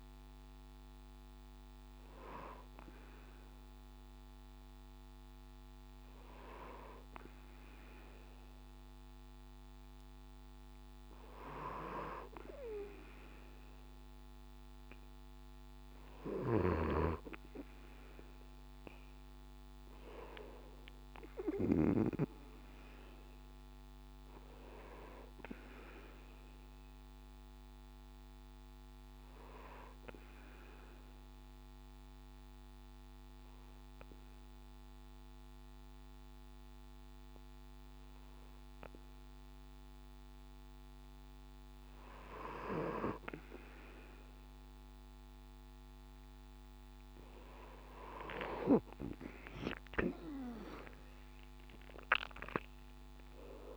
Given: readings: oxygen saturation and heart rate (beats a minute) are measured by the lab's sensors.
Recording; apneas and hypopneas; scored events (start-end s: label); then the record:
breathing in sleep by a microphone on the trachea; 1
16.00-21.50 s: snoring (device-marked)
30.00-42.00 s: obstructive apnea (oxygen 95% before, 94% lowest, heart rate 70 before, 66 extreme, up 4 after)
48.50-52.50 s: arousal
From the record:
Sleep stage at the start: N2 (light sleep); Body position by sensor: on the back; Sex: male